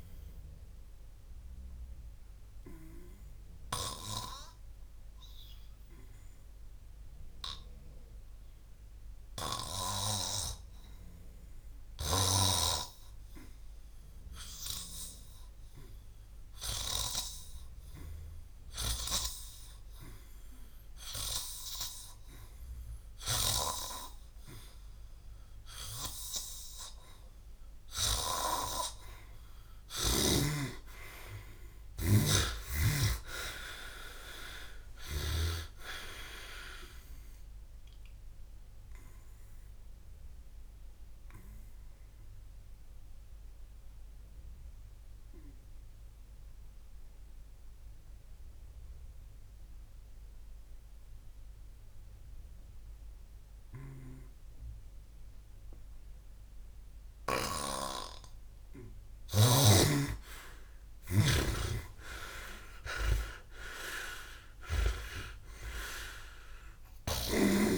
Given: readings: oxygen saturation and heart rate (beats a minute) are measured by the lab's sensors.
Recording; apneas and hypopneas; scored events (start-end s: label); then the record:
breathing in sleep by a room microphone; 2
1.00-27.50 s: hypopnea (oxygen 97% before, 85% lowest, heart rate 67 before, 54 extreme, up 34 after)
10.50-21.50 s: oxygen desaturation (device-marked, oxygen 96% before, 92% lowest, heart rate 65 before, 54 extreme)
23.50-57.50 s: oxygen desaturation (device-marked, oxygen 97% before, 85% lowest, heart rate 57 before, 54 extreme)
28.00-32.00 s: arousal
41.50-57.00 s: obstructive apnea (oxygen 97% before, 85% lowest, heart rate 72 before, 54 extreme, up 23 after)
58.50-63.00 s: arousal
59.00-65.00 s: snoring (device-marked)
From the record:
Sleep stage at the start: N2 (light sleep); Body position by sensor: on the back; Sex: male